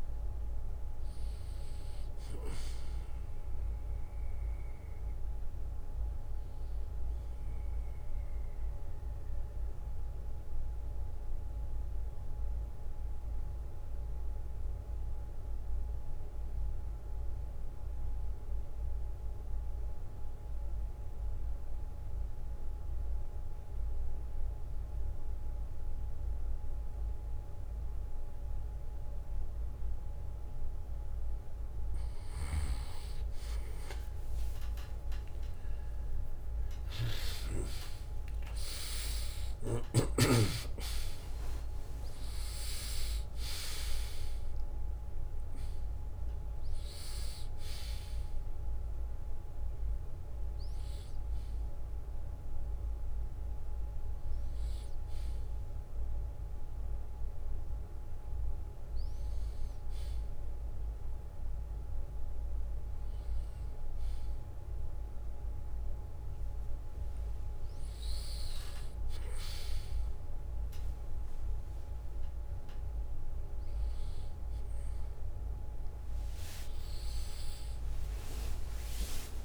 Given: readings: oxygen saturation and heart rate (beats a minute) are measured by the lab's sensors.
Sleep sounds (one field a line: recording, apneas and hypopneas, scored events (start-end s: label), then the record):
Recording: a person awake in a sleep study, by a room microphone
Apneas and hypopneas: 1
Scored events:
0.00-1.50 s: oxygen desaturation (device-marked, oxygen 94% lowest, heart rate 56 extreme)
9.50-30.00 s: mixed apnea (oxygen 97% before, 93% lowest, heart rate 65 before, 56 extreme, up 59 after)
12.50-14.50 s: bradycardia (device-marked, heart rate 63 before, 60 extreme)
22.50-24.50 s: bradycardia (device-marked, heart rate 63 before, 58 extreme)
33.50-38.50 s: tachycardia (device-marked, heart rate 63 before, 117 extreme)
38.50-79.45 s: new sleep stage, awake
64.50-76.50 s: oxygen desaturation (device-marked, oxygen 96% before, 93% lowest, heart rate 65 before, 61 extreme)
From the record:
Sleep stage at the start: N2 (light sleep)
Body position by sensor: on the back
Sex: male